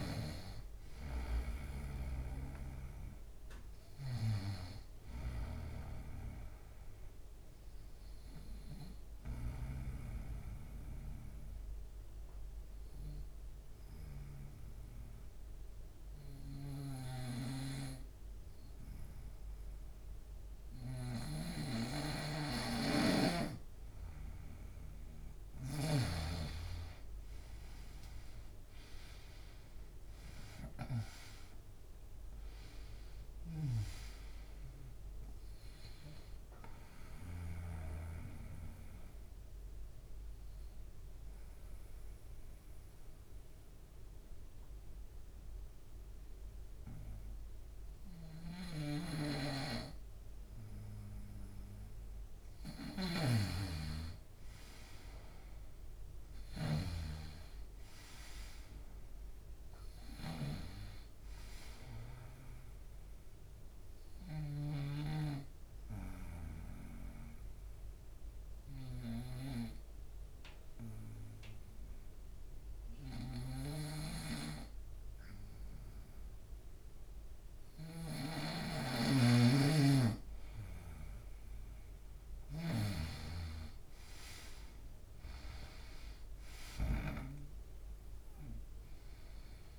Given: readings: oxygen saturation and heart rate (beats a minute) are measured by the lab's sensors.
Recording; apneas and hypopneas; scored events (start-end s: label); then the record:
breathing in sleep by a room microphone; 3
9.50-23.00 s: obstructive apnea (oxygen 96% before, 90% lowest, heart rate 78 before, 74 extreme, up 3 after)
16.00-25.50 s: snoring (device-marked)
26.00-30.00 s: arousal
32.50-37.50 s: snoring (device-marked)
33.00-57.00 s: oxygen desaturation (device-marked, oxygen 96% before, 90% lowest, heart rate 76 before, 74 extreme)
35.50-52.00 s: obstructive apnea (oxygen 96% before, 90% lowest, heart rate 76 before, 74 extreme, up 5 after)
47.50-64.50 s: snoring (device-marked)
54.50-58.00 s: arousal
63.50-78.00 s: obstructive apnea (oxygen 97% before, 91% lowest, heart rate 76 before, 74 extreme, up 1 after)
70.00-80.00 s: oxygen desaturation (device-marked, oxygen 97% before, 91% lowest, heart rate 77 before, 74 extreme)
73.50-82.50 s: snoring (device-marked)
83.00-86.50 s: arousal
From the record:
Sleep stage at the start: N2 (light sleep); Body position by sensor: on the right side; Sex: male